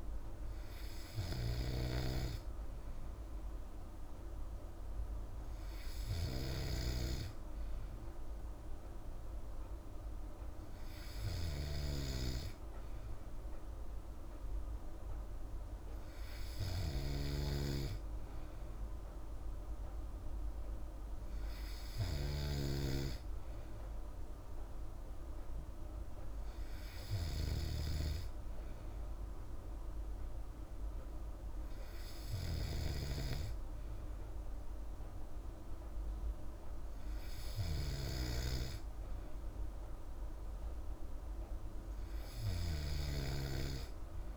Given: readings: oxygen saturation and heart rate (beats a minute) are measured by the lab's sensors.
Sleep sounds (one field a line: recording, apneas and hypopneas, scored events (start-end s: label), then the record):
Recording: breathing in sleep by a room microphone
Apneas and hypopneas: none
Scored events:
11.50-22.50 s: snoring (device-marked)
From the record:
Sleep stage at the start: N2 (light sleep)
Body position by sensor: on the back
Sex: female